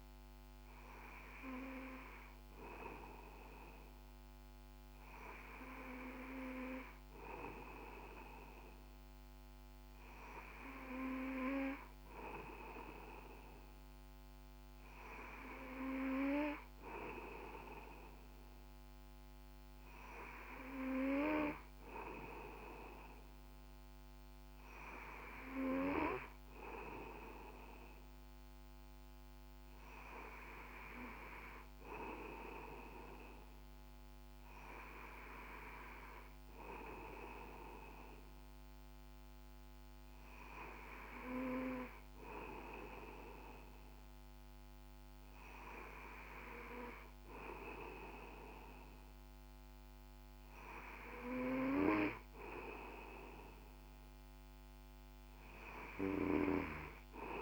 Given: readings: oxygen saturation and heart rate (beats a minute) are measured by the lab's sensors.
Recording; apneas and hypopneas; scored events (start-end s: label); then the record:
breathing in sleep by a microphone on the trachea; none
none scored
From the record:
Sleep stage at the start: N2 (light sleep); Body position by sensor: on the back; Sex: male